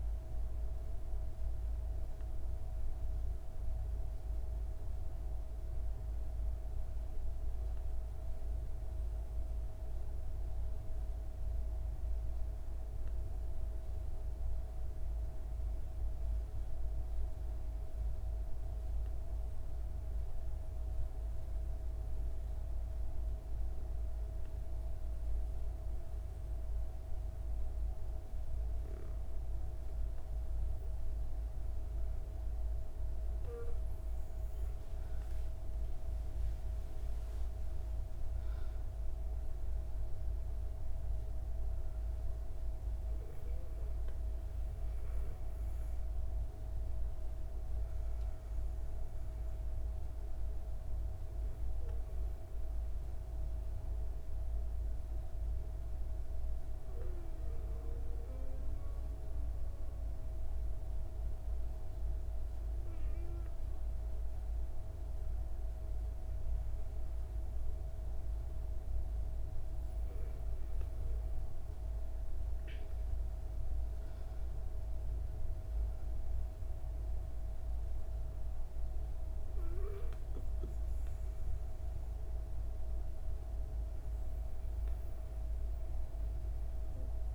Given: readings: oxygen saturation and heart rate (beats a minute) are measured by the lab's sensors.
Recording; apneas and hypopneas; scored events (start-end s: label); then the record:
breathing in sleep, hard to hear, by a room microphone; 2
7.50-24.50 s: hypopnea (oxygen 98% before, 96% lowest, heart rate 91 before, 52 extreme)
33.00-38.00 s: arousal
55.50-66.50 s: hypopnea (oxygen 97% before, 96% lowest)
71.50-75.00 s: arousal
From the record:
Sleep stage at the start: N2 (light sleep); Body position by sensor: on the back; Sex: female